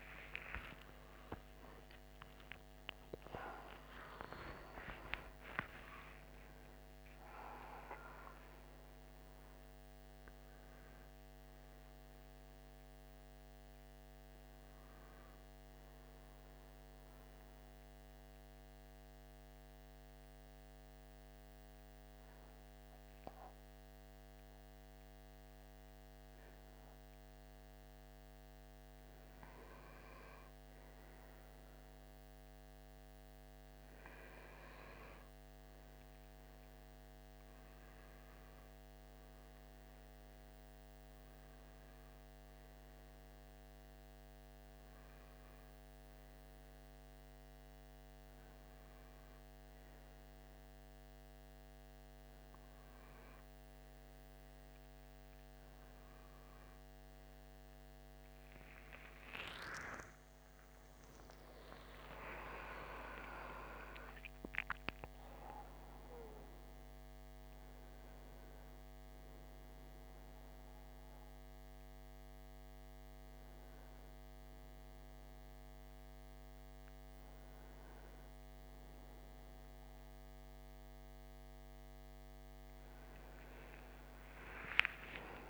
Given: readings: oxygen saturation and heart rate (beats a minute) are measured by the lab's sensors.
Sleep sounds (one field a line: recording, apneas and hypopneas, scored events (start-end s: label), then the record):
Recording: breathing in sleep by a microphone on the trachea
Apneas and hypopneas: 1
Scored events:
0.00-5.00 s: arousal
16.00-29.00 s: mixed apnea (oxygen 94% before, 90% lowest)
31.50-37.00 s: arousal
42.00-56.00 s: oxygen desaturation (device-marked, oxygen 95% before, 90% lowest)
60.50-65.50 s: arousal
82.00-85.50 s: new sleep stage, awake
From the record:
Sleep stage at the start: N1 (lightest sleep)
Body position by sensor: on the right side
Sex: male